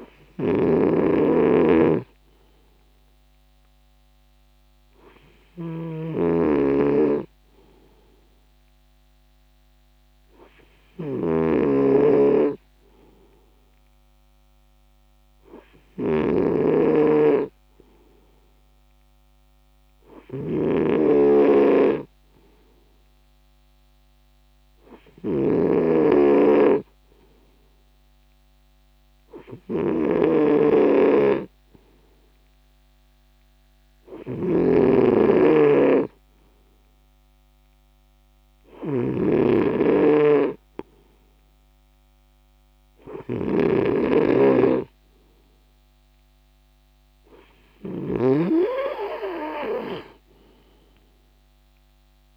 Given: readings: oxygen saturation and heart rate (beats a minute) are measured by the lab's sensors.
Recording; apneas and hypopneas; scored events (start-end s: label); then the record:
breathing in sleep by a microphone on the trachea; none
0.00-6.00 s: snoring (device-marked)
34.50-44.00 s: snoring (device-marked)
From the record:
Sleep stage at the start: N2 (light sleep); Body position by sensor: on the right side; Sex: male